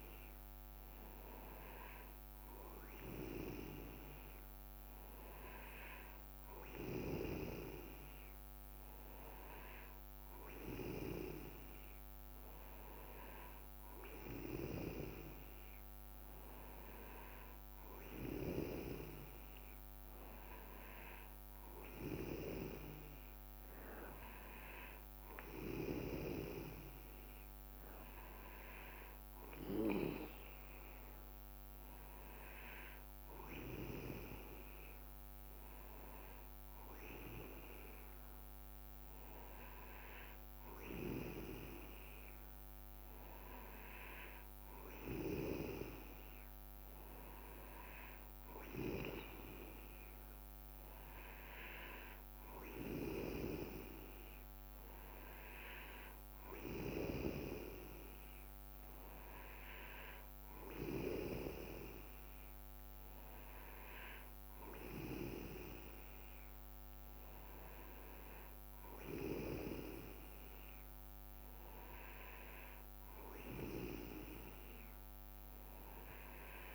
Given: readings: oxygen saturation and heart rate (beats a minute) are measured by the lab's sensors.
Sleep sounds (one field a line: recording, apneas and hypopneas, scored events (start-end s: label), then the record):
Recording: breathing in sleep by a microphone on the trachea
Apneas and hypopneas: none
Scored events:
none scored
From the record:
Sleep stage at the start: N2 (light sleep)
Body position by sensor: on the back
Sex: male